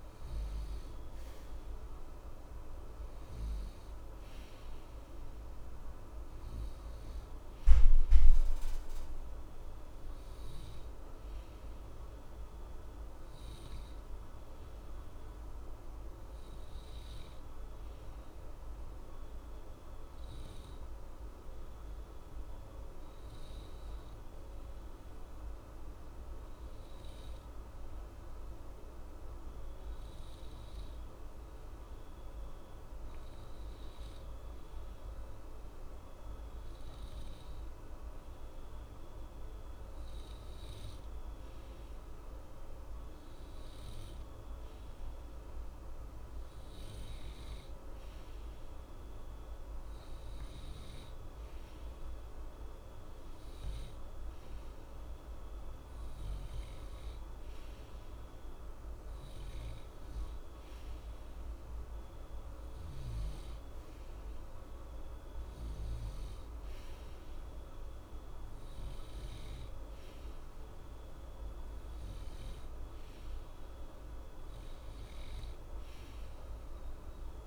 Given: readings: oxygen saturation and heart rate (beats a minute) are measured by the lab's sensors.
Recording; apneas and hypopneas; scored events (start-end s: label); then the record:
breathing in sleep, hard to hear, by a room microphone; 1
0.00-17.50 s: oxygen desaturation (device-marked, oxygen 90% lowest, heart rate 58 extreme)
15.50-46.50 s: hypopnea (oxygen 94% before, 92% lowest, heart rate 60 before, 60 extreme, up 2 after)
43.50-46.50 s: oxygen desaturation (device-marked, oxygen 95% before, 94% lowest, heart rate 61 before, 60 extreme)
49.00-52.50 s: arousal
From the record:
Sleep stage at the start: N2 (light sleep); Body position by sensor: on the right side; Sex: male